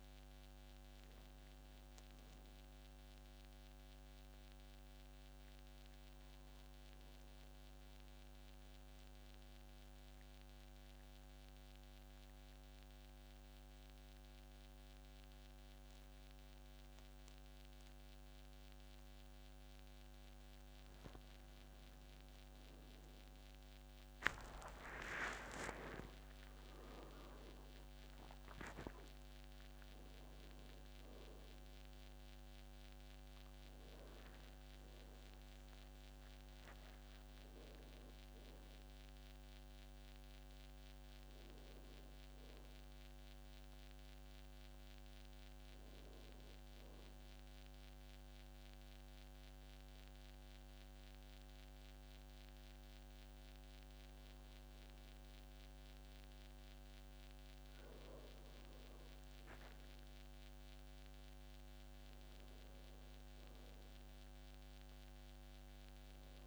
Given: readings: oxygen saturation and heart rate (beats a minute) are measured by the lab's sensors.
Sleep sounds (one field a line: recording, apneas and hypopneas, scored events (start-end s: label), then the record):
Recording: breathing in sleep, hard to hear, by a microphone on the trachea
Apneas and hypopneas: 2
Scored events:
7.00-20.00 s: obstructive apnea (oxygen 99% before, 92% lowest, heart rate 60 before, 50 extreme, up 36 after)
22.00-26.50 s: arousal
22.00-52.00 s: new sleep stage, N1 (lightest sleep)
23.00-48.00 s: oxygen desaturation (device-marked, oxygen 97% before, 92% lowest, heart rate 53 before, 53 extreme)
25.50-27.50 s: long interval between heartbeats (device-marked, heart rate 53 before, 79 extreme)
35.50-37.50 s: long interval between heartbeats (device-marked, heart rate 67 before, 93 extreme)
47.50-58.00 s: mixed apnea (oxygen 97% before, 92% lowest, heart rate 78 before, 53 extreme, up 7 after)
52.00-66.47 s: new sleep stage, N2 (light sleep)
60.00-63.50 s: arousal
From the record:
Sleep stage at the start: N2 (light sleep)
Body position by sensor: on the back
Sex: male